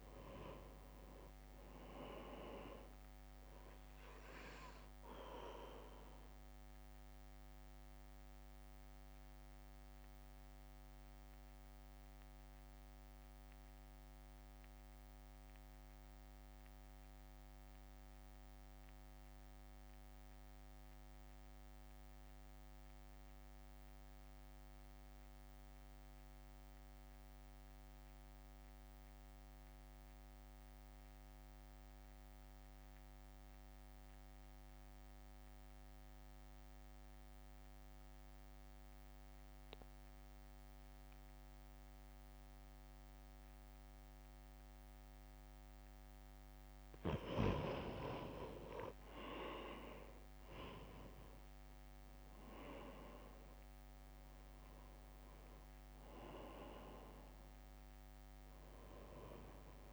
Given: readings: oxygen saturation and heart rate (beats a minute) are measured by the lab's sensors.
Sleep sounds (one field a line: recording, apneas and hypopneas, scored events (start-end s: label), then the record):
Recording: breathing in sleep by a microphone on the trachea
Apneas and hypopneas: 1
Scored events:
0.00-10.50 s: drop in pulse transit time (device-marked, heart rate 54 extreme)
0.00-26.50 s: oxygen desaturation (device-marked, oxygen 87% lowest, heart rate 54 extreme)
6.00-45.00 s: mixed apnea (oxygen 98% before, 85% lowest, heart rate 61 before, 54 extreme, up 8 after)
37.50-59.93 s: oxygen desaturation (device-marked, oxygen 97% before, 86% lowest, heart rate 59 before, 54 extreme)
49.50-53.50 s: arousal
52.50-59.93 s: drop in pulse transit time (device-marked, heart rate 59 before, 54 extreme)
From the record:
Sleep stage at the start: N2 (light sleep)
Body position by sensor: on the right side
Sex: male